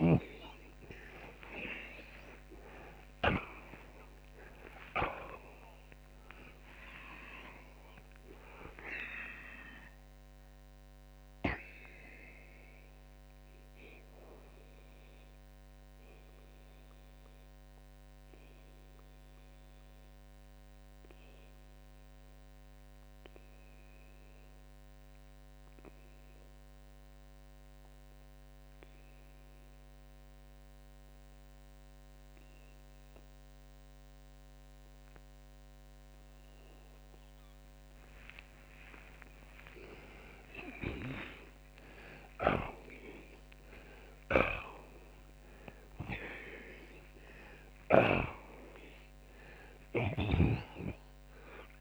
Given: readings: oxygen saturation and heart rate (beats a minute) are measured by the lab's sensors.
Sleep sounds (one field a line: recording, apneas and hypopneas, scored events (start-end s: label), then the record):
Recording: breathing in sleep by a microphone on the trachea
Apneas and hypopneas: 1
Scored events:
4.50-40.50 s: oxygen desaturation (device-marked, oxygen 93% before, 73% lowest)
12.00-40.50 s: mixed apnea (oxygen 94% before, 73% lowest)
42.00-47.50 s: arousal
42.00-48.00 s: snoring (device-marked)
From the record:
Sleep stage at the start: N2 (light sleep)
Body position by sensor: on the back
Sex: male